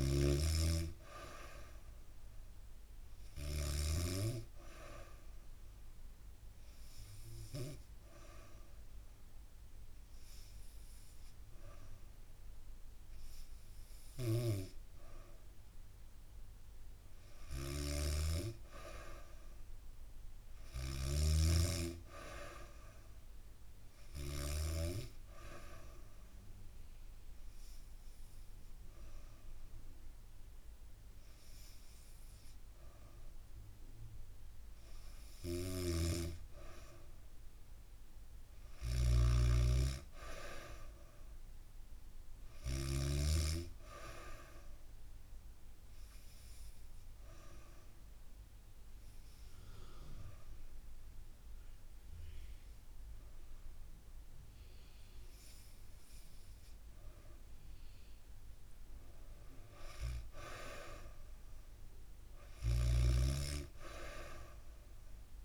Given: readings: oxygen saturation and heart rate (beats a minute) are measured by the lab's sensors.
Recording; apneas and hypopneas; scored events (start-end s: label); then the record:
breathing in sleep by a room microphone; 3
0.00-1.00 s: arousal
0.00-3.50 s: snoring (device-marked)
6.00-16.00 s: hypopnea (oxygen 95% before, 92% lowest, heart rate 71 before, 66 extreme, up 1 after)
13.50-24.00 s: snoring (device-marked)
17.00-20.50 s: arousal
24.50-35.00 s: hypopnea (oxygen 95% before, 92% lowest, heart rate 70 before, 66 extreme, up 1 after)
35.00-42.50 s: snoring (device-marked)
37.50-41.00 s: arousal
45.50-55.50 s: obstructive apnea (oxygen 95% before, 92% lowest, heart rate 69 before, 65 extreme)
59.00-63.00 s: arousal
63.00-65.45 s: oxygen desaturation (device-marked, oxygen 96% before, 92% lowest, heart rate 70 before, 64 extreme)
From the record:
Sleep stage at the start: N2 (light sleep); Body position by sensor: on the back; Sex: female